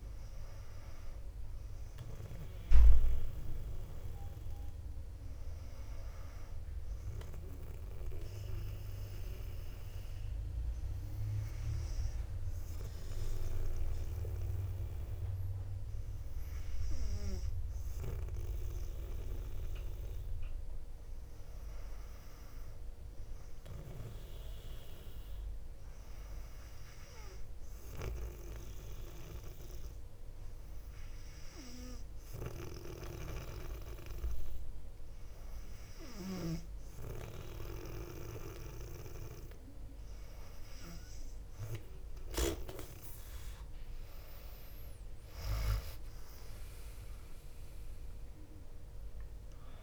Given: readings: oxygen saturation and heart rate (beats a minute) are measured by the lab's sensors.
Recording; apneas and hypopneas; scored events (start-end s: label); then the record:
breathing in sleep by a room microphone; 1
6.00-21.50 s: hypopnea (oxygen 99% before, 97% lowest, heart rate 62 before, 59 extreme, up 2 after)
44.00-49.83 s: arousal
From the record:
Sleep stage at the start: N2 (light sleep); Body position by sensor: on the back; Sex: female